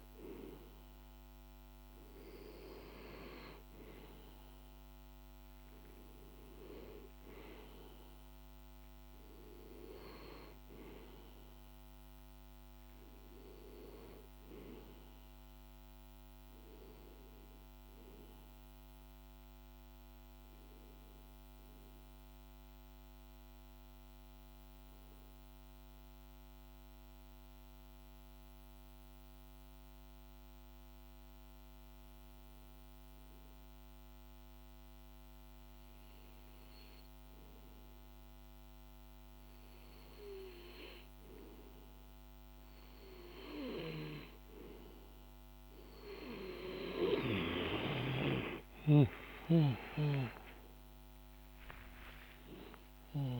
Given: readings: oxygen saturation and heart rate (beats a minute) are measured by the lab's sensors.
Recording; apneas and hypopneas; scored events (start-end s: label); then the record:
breathing in sleep by a microphone on the trachea; 1
22.50-36.00 s: hypopnea (oxygen 95% before, 91% lowest, heart rate 53 before, 50 extreme, up 2 after)
42.50-53.40 s: oxygen desaturation (device-marked, oxygen 96% before, 91% lowest, heart rate 51 before, 50 extreme)
46.50-52.00 s: arousal
From the record:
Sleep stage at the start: N2 (light sleep); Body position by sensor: on the back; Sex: male